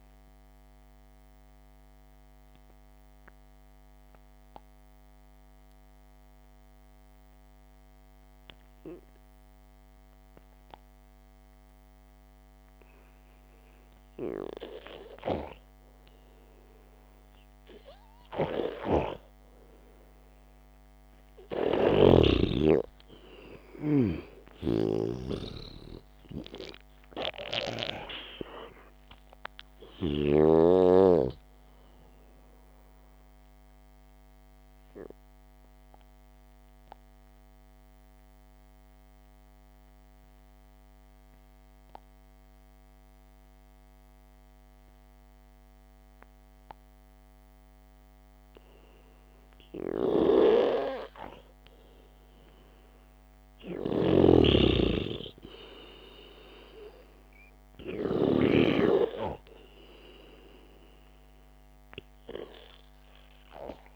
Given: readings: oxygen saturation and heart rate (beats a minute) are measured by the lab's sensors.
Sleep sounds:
breathing in sleep by a microphone on the trachea; 2
0.50-15.00 s: obstructive apnea (oxygen 97% before, 92% lowest, heart rate 56 before, 54 extreme)
23.50-27.50 s: arousal
25.00-31.00 s: snoring (device-marked)
34.50-51.00 s: obstructive apnea (oxygen 98% before, 92% lowest, heart rate 61 before, 54 extreme)
52.50-56.00 s: arousal
54.50-59.00 s: snoring (device-marked)
62.00-63.95 s: oxygen desaturation (device-marked, oxygen 98% before, 93% lowest, heart rate 62 before, 52 extreme)
From the record:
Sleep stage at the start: N2 (light sleep); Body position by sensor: on the back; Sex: male

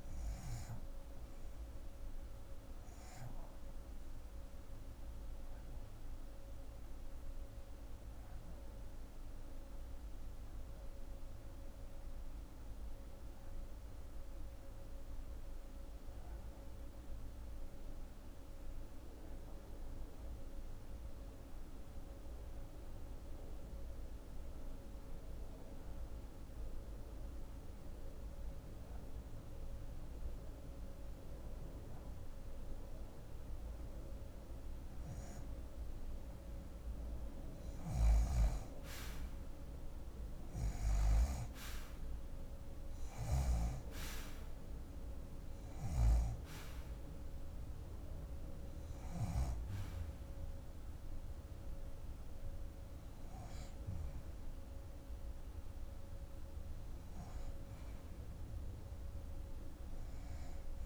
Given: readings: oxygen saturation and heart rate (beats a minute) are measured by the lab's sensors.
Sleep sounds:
breathing in sleep by a room microphone; 1
0.00-9.00 s: oxygen desaturation (device-marked, oxygen 84% lowest, heart rate 62 extreme)
4.50-35.00 s: hypopnea (oxygen 90% before, 70% lowest, heart rate 126 before, 62 extreme, up 26 after)
26.00-60.86 s: oxygen desaturation (device-marked, oxygen 87% before, 70% lowest, heart rate 125 before, 70 extreme)
37.00-41.50 s: arousal
From the record:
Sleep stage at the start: REM sleep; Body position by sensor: on the left side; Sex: female

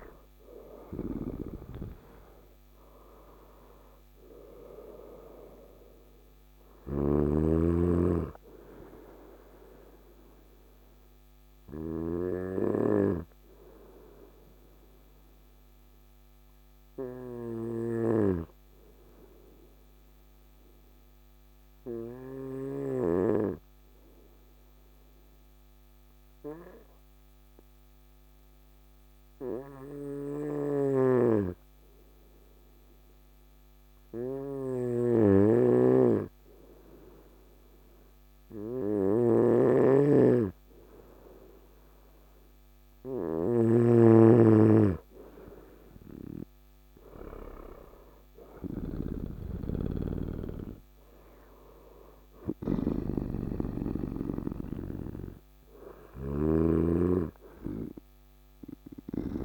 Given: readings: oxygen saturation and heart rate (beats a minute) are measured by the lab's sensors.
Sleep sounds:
breathing in sleep by a microphone on the trachea; 1
0.00-26.50 s: oxygen desaturation (device-marked, oxygen 93% lowest, heart rate 54 extreme)
9.00-41.50 s: obstructive apnea (oxygen 99% before, 93% lowest, heart rate 62 before, 54 extreme, up 8 after)
30.00-59.45 s: snoring (device-marked)
44.00-49.00 s: arousal
47.50-59.45 s: oxygen desaturation (device-marked, oxygen 97% before, 94% lowest, heart rate 57 before, 53 extreme)
From the record:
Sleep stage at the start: N2 (light sleep); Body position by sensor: on the right side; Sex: male

